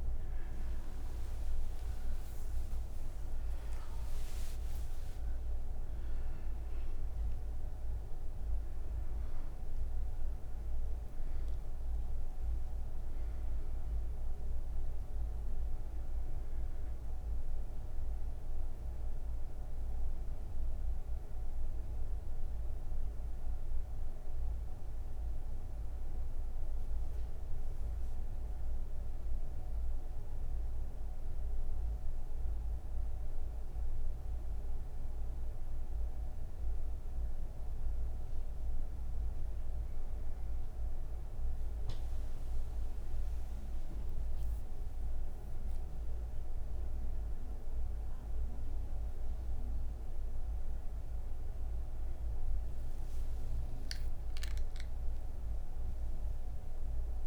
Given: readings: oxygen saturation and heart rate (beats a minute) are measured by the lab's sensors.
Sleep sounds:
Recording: breathing in sleep, hard to hear, by a room microphone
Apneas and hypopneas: 1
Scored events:
0.00-43.00 s: oxygen desaturation (device-marked, oxygen 87% lowest, heart rate 46 extreme)
33.00-43.00 s: hypopnea (oxygen 95% before, 90% lowest, heart rate 64 before, 46 extreme, up 4 after)
From the record:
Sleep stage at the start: N1 (lightest sleep)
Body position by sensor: on the right side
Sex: female

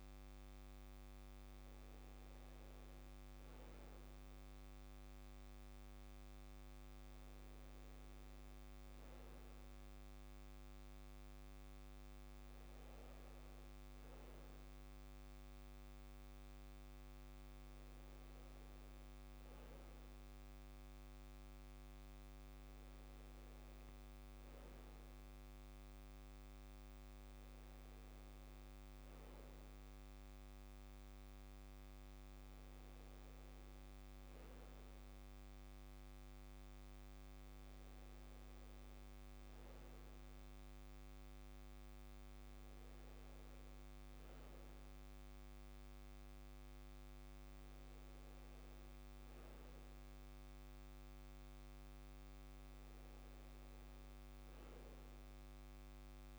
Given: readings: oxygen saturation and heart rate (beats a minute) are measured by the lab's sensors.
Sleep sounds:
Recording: breathing in sleep, hard to hear, by a microphone on the trachea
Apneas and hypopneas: none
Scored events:
none scored
From the record:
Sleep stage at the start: N2 (light sleep)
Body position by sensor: on the back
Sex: male

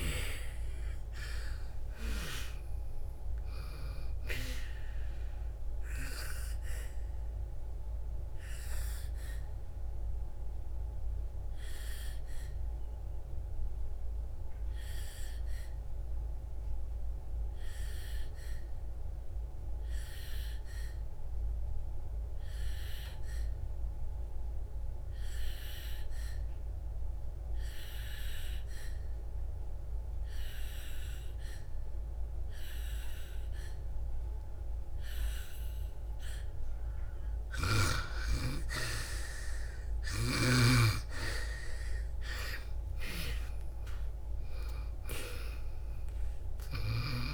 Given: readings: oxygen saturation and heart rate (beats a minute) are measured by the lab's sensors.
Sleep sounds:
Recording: breathing in sleep by a room microphone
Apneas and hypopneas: 1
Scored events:
0.00-2.00 s: arousal
0.00-32.00 s: oxygen desaturation (device-marked, oxygen 98% before, 88% lowest, heart rate 62 before, 55 extreme)
7.50-37.50 s: obstructive apnea (oxygen 98% before, 88% lowest, heart rate 65 before, 55 extreme, up 10 after)
42.00-47.00 s: arousal
42.00-47.34 s: oxygen desaturation (device-marked, oxygen 98% before, 88% lowest, heart rate 61 before, 55 extreme)
From the record:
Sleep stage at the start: N2 (light sleep)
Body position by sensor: on the back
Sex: female

